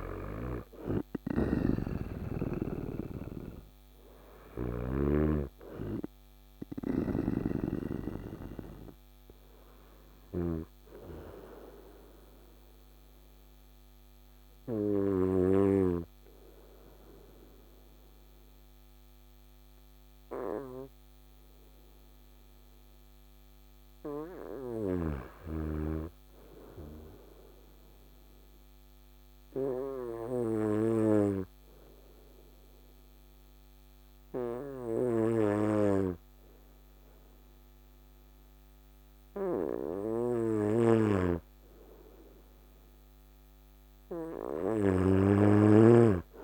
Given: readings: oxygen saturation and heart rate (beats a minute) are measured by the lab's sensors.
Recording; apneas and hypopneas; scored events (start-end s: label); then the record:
breathing in sleep by a microphone on the trachea; 1
0.00-23.50 s: oxygen desaturation (device-marked, oxygen 91% lowest, heart rate 53 extreme)
0.50-4.50 s: snoring (device-marked)
27.50-42.00 s: obstructive apnea (oxygen 99% before, 95% lowest, heart rate 55 before, 54 extreme, up 2 after)
40.00-46.44 s: snoring (device-marked)
45.00-46.44 s: arousal
From the record:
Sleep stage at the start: N2 (light sleep); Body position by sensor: on the right side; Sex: male